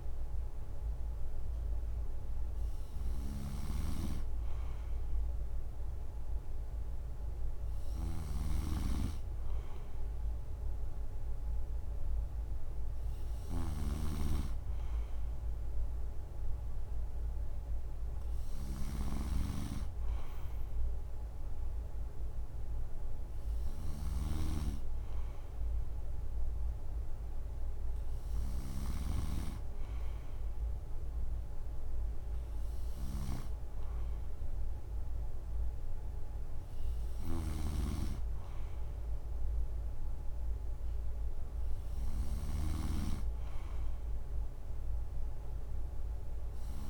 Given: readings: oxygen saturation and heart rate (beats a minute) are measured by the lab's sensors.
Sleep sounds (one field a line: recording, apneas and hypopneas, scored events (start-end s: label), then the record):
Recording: breathing in sleep by a room microphone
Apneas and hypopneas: none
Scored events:
0.00-46.90 s: snoring (device-marked)
From the record:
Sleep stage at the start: N3 (deep sleep)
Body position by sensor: on the right side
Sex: male